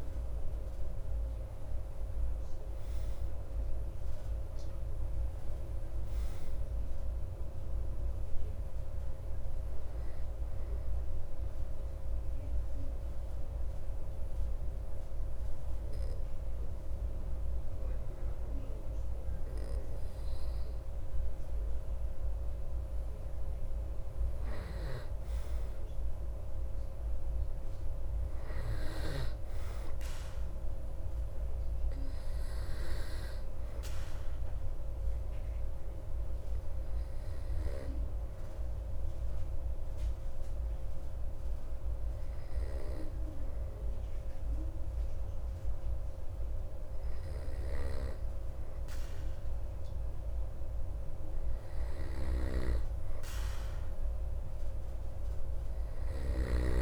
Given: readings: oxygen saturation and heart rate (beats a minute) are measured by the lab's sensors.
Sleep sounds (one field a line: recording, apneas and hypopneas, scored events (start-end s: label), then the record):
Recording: breathing in sleep, hard to hear, by a room microphone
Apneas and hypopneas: 2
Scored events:
0.00-1.00 s: arousal
11.50-24.00 s: obstructive apnea (oxygen 96% before, 93% lowest)
26.50-30.00 s: arousal
35.00-45.00 s: oxygen desaturation (device-marked, oxygen 97% before, 93% lowest)
35.50-49.00 s: hypopnea (oxygen 97% before, 92% lowest)
51.50-55.50 s: arousal
From the record:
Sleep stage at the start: N2 (light sleep)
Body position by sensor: on the back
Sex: male